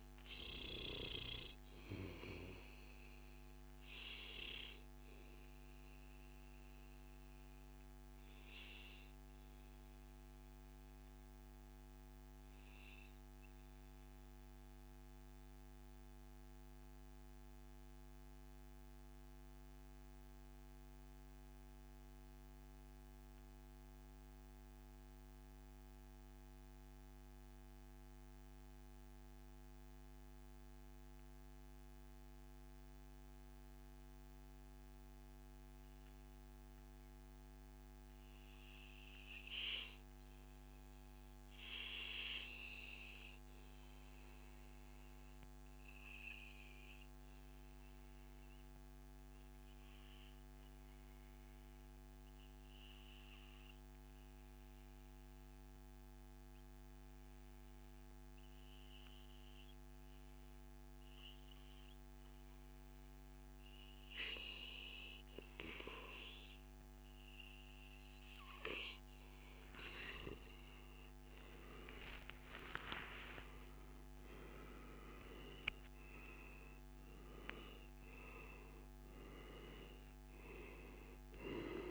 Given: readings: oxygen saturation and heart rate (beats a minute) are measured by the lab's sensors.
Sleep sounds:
breathing in sleep by a microphone on the trachea; 1
0.00-22.00 s: oxygen desaturation (device-marked, oxygen 91% lowest, heart rate 93 extreme)
2.50-4.50 s: long interval between heartbeats (device-marked, heart rate 111 before, 116 extreme)
5.00-7.00 s: long interval between heartbeats (device-marked, heart rate 114 before, 106 extreme)
6.50-62.00 s: mixed apnea (oxygen 98% before, 91% lowest, heart rate 114 before, 88 extreme, up 20 after)
9.00-11.00 s: long interval between heartbeats (device-marked, heart rate 112 before, 97 extreme)
20.00-22.00 s: long interval between heartbeats (device-marked, heart rate 107 before, 101 extreme)
43.50-45.50 s: long interval between heartbeats (device-marked, heart rate 106 before, 116 extreme)
48.50-50.50 s: long interval between heartbeats (device-marked, heart rate 108 before, 88 extreme)
50.00-55.00 s: oxygen desaturation (device-marked, oxygen 97% before, 94% lowest, heart rate 107 before, 96 extreme)
57.00-59.00 s: long interval between heartbeats (device-marked, heart rate 109 before, 106 extreme)
59.50-61.50 s: long interval between heartbeats (device-marked, heart rate 108 before, 96 extreme)
62.00-64.00 s: long interval between heartbeats (device-marked, heart rate 105 before, 96 extreme)
65.00-67.00 s: long interval between heartbeats (device-marked, heart rate 102 before, 98 extreme)
69.00-74.00 s: arousal
69.00-81.91 s: new sleep stage, REM sleep
76.00-81.91 s: oxygen desaturation (device-marked, oxygen 94% before, 91% lowest, heart rate 113 before, 117 extreme)
From the record:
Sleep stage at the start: N2 (light sleep); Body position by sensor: on the back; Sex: male

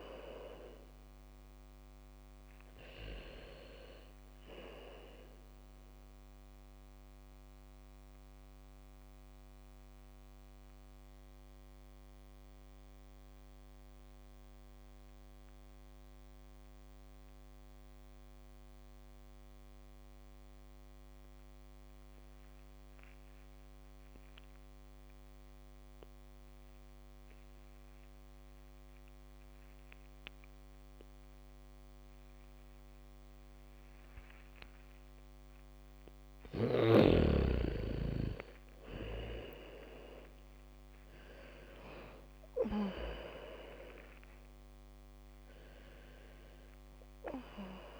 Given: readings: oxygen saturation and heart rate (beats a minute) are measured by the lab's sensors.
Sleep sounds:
breathing in sleep by a microphone on the trachea; 1
0.00-18.50 s: oxygen desaturation (device-marked, oxygen 78% lowest, heart rate 47 extreme)
8.00-37.50 s: mixed apnea (oxygen 100% before, 75% lowest, heart rate 65 before, 49 extreme, up 1 after)
28.50-48.00 s: oxygen desaturation (device-marked, oxygen 100% before, 75% lowest, heart rate 73 before, 49 extreme)
32.50-42.50 s: bradycardia (device-marked, heart rate 66 before, 49 extreme)
39.00-43.00 s: arousal
From the record:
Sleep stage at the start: N2 (light sleep); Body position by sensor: on the back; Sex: female

